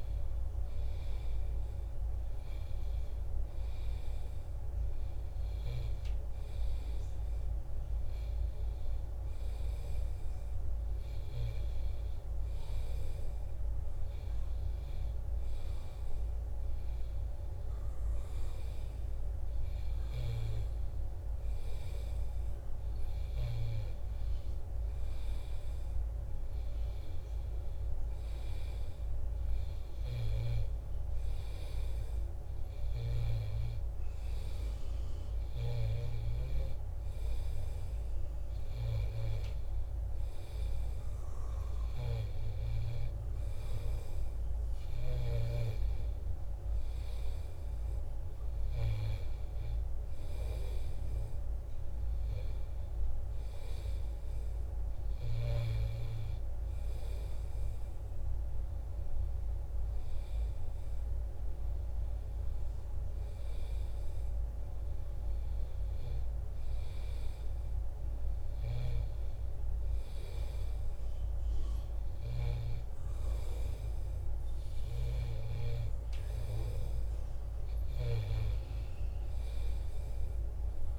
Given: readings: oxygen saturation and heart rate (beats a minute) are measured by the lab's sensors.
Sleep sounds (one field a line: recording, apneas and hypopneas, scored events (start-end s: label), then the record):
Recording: breathing in sleep, hard to hear, by a room microphone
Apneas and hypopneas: none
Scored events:
none scored
From the record:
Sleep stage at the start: N2 (light sleep)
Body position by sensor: on the back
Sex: male